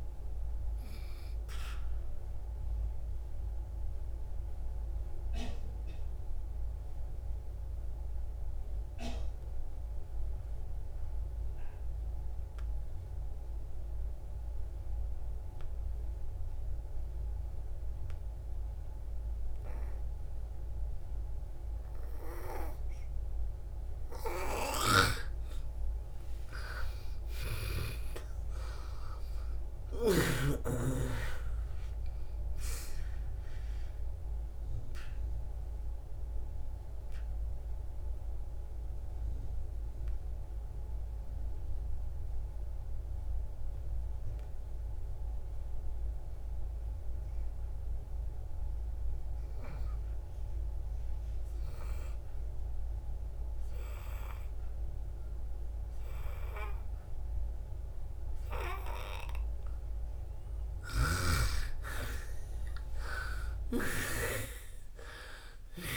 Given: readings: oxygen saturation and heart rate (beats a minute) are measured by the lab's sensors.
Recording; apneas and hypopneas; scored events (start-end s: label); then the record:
breathing in sleep by a room microphone; 2
0.00-23.00 s: oxygen desaturation (device-marked, oxygen 89% lowest, heart rate 54 extreme)
2.50-24.50 s: obstructive apnea (oxygen 99% before, 87% lowest, heart rate 66 before, 54 extreme, up 9 after)
25.00-30.50 s: snoring (device-marked)
26.00-31.50 s: arousal
35.00-60.00 s: obstructive apnea (oxygen 98% before, 87% lowest, heart rate 62 before, 53 extreme, up 6 after)
36.00-57.00 s: oxygen desaturation (device-marked, oxygen 97% before, 87% lowest, heart rate 62 before, 55 extreme)
61.00-64.50 s: snoring (device-marked)
61.50-65.97 s: arousal
From the record:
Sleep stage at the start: N2 (light sleep); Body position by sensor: on the back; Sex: female